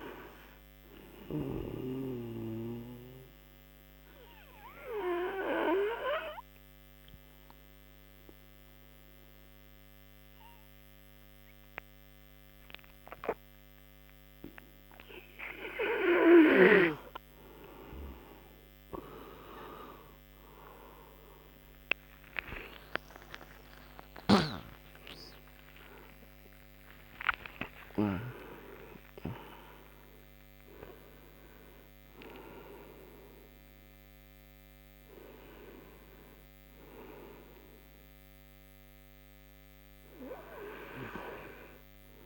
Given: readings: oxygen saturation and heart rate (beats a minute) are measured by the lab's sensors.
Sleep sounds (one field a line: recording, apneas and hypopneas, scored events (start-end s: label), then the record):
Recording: breathing in sleep by a microphone on the trachea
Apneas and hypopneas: 1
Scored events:
0.00-6.00 s: oxygen desaturation (device-marked, oxygen 90% lowest, heart rate 54 extreme)
2.50-15.00 s: obstructive apnea (oxygen 96% before, 90% lowest, heart rate 68 before, 54 extreme, up 42 after)
20.00-32.00 s: tachycardia (device-marked, heart rate 70 before, 150 extreme)
21.00-30.00 s: oxygen desaturation (device-marked, oxygen 96% before, 92% lowest, heart rate 66 before, 58 extreme)
22.50-27.50 s: arousal
From the record:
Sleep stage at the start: N2 (light sleep)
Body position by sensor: on the front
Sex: male